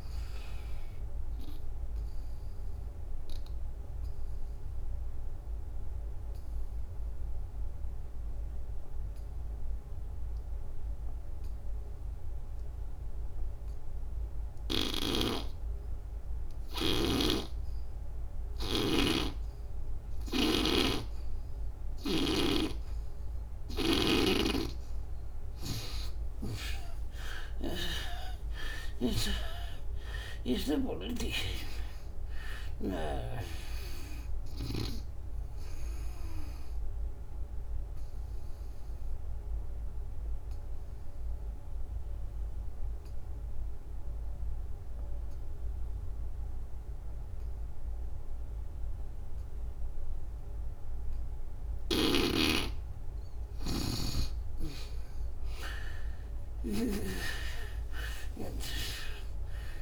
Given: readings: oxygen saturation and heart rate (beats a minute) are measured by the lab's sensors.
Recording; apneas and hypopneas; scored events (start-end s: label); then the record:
breathing in sleep by a room microphone; 2
0.00-12.50 s: oxygen desaturation (device-marked, oxygen 77% lowest, heart rate 64 extreme)
1.00-24.00 s: obstructive apnea (oxygen 97% before, 77% lowest, heart rate 73 before, 64 extreme, up 33 after)
14.50-24.00 s: snoring (device-marked)
27.00-30.00 s: arousal
36.50-52.00 s: obstructive apnea (oxygen 97% before, 77% lowest, heart rate 79 before, 65 extreme, up 23 after)
51.50-57.00 s: snoring (device-marked)
55.00-59.00 s: arousal
56.50-59.82 s: oxygen desaturation (device-marked, oxygen 97% before, 77% lowest, heart rate 73 before, 66 extreme)
From the record:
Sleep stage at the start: N2 (light sleep); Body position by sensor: on the back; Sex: female